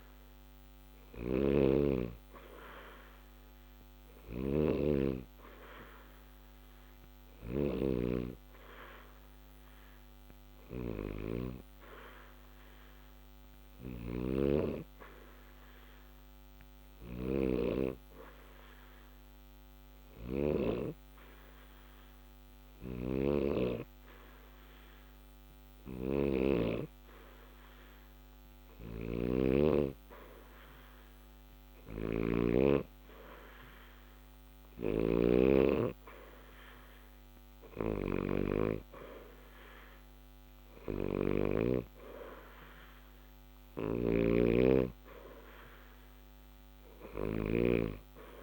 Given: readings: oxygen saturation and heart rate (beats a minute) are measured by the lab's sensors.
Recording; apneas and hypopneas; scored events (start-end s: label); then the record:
breathing in sleep by a microphone on the trachea; 1
1.00-7.50 s: snoring (device-marked)
9.00-21.00 s: hypopnea (oxygen 90% before, 88% lowest, heart rate 60 before, 60 extreme, up 0 after)
22.50-26.00 s: arousal
28.50-35.00 s: snoring (device-marked)
From the record:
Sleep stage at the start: N2 (light sleep); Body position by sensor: on the back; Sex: male